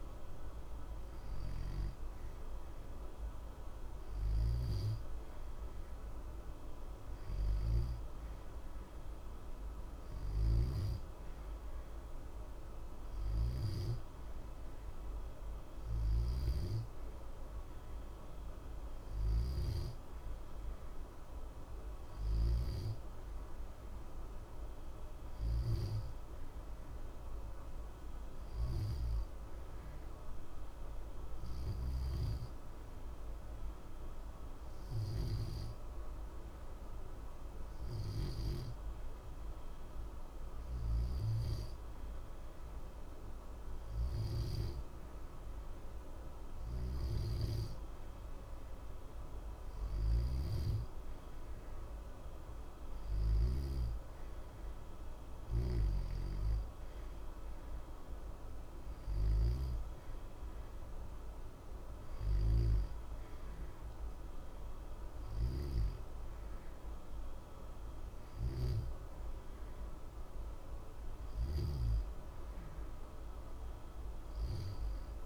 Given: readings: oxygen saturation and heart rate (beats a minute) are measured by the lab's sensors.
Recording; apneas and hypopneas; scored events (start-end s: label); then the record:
breathing in sleep, hard to hear, by a room microphone; 1
0.00-3.00 s: arousal
30.00-48.00 s: hypopnea (oxygen 91% before, 88% lowest, heart rate 60 before, 60 extreme, up 0 after)
50.50-53.50 s: arousal
52.50-59.00 s: snoring (device-marked)
From the record:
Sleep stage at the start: N2 (light sleep); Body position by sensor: on the back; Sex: male